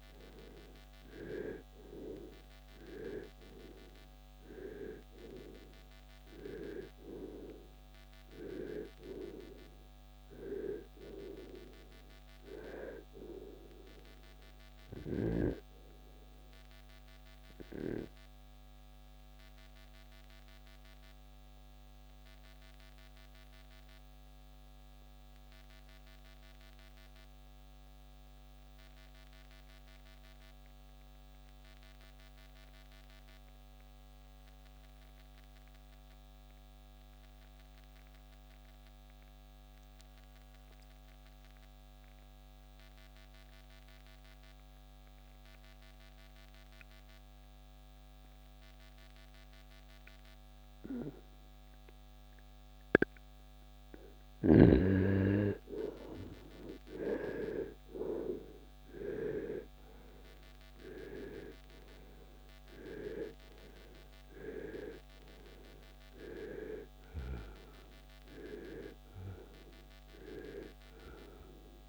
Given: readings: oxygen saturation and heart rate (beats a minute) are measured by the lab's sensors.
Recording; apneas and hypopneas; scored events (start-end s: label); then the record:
breathing in sleep by a microphone on the trachea; 1
0.00-10.00 s: oxygen desaturation (device-marked, oxygen 93% lowest, heart rate 67 extreme)
16.00-53.50 s: obstructive apnea (oxygen 96% before, 81% lowest, heart rate 73 before, 44 extreme, up 24 after)
22.00-45.00 s: oxygen desaturation (device-marked, oxygen 95% before, 81% lowest, heart rate 75 before, 44 extreme)
55.50-59.50 s: arousal
From the record:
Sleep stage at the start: REM sleep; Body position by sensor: on the right side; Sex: male